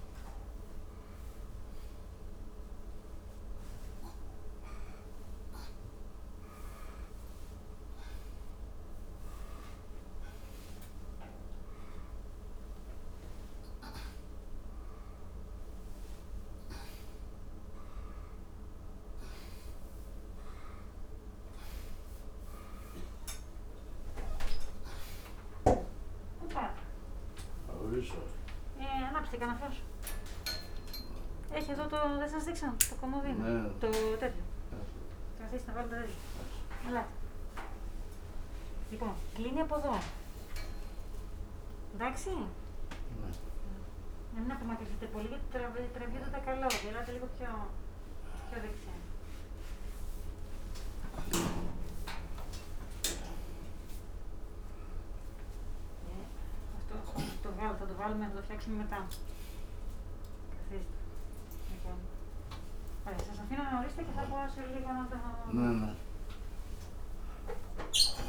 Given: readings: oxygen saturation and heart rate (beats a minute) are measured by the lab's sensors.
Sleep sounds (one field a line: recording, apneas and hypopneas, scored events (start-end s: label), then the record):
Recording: a person awake in a sleep study, by a room microphone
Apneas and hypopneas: none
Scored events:
none scored
From the record:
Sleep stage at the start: awake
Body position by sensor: upright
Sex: male